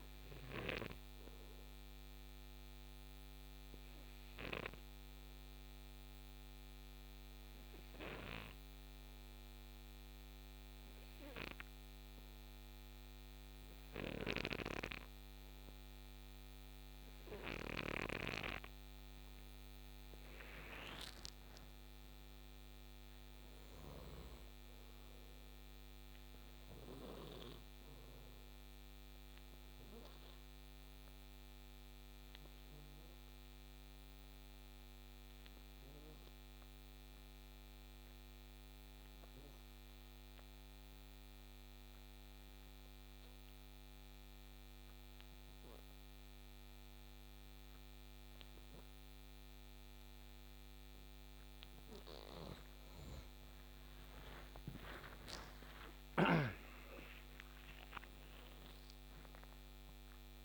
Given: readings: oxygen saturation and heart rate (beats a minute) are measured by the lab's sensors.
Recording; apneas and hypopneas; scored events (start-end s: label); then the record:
breathing in sleep by a microphone on the trachea; 2
0.00-11.00 s: oxygen desaturation (device-marked, oxygen 97% before, 87% lowest, heart rate 60 before, 57 extreme)
1.50-17.50 s: obstructive apnea (oxygen 97% before, 87% lowest, heart rate 65 before, 57 extreme, up 11 after)
19.50-23.50 s: arousal
27.00-45.00 s: oxygen desaturation (device-marked, oxygen 97% before, 92% lowest, heart rate 65 before, 58 extreme)
30.00-49.50 s: obstructive apnea (oxygen 98% before, 89% lowest, heart rate 65 before, 54 extreme, up 21 after)
53.00-58.50 s: arousal
54.00-60.45 s: oxygen desaturation (device-marked, oxygen 97% before, 89% lowest, heart rate 63 before, 54 extreme)
From the record:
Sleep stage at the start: N2 (light sleep); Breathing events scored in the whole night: 366 in 5.9 hours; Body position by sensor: on the right side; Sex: male